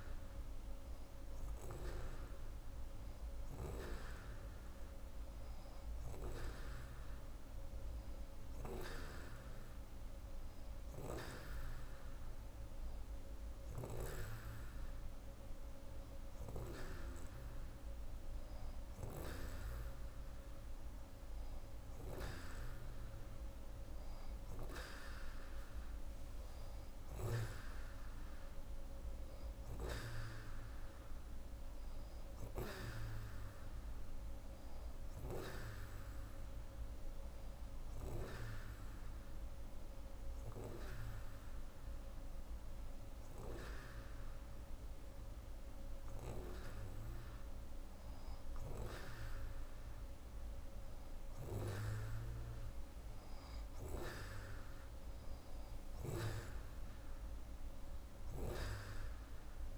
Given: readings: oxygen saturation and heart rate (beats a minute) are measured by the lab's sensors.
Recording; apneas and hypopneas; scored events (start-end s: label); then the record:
breathing in sleep by a room microphone; 2
0.50-17.50 s: hypopnea (oxygen 90% before, 88% lowest)
20.00-23.50 s: arousal
38.00-49.50 s: hypopnea (oxygen 90% before, 89% lowest, heart rate 156 before, 96 extreme)
52.00-55.50 s: arousal
From the record:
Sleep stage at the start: N2 (light sleep); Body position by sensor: on the right side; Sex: female